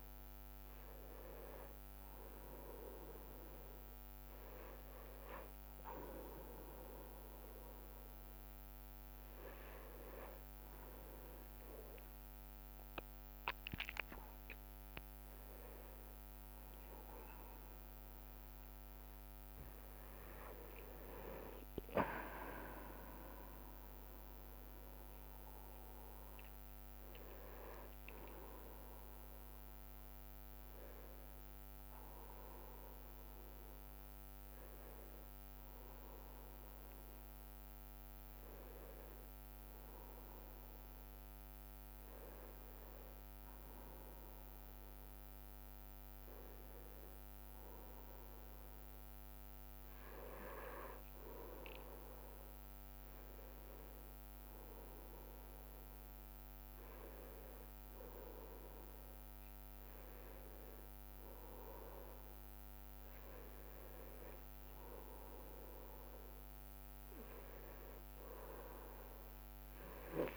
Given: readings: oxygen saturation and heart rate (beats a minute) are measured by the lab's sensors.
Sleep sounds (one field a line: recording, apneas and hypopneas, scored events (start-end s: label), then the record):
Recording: a person awake in a sleep study, by a microphone on the trachea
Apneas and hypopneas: none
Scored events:
15.50-17.50 s: long interval between heartbeats (device-marked)
38.50-40.50 s: long interval between heartbeats (device-marked)
49.00-51.00 s: long interval between heartbeats (device-marked)
61.00-63.00 s: long interval between heartbeats (device-marked)
63.50-65.50 s: long interval between heartbeats (device-marked)
From the record:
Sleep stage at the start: awake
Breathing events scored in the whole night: 295 in 3.7 hours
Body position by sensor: on the right side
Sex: male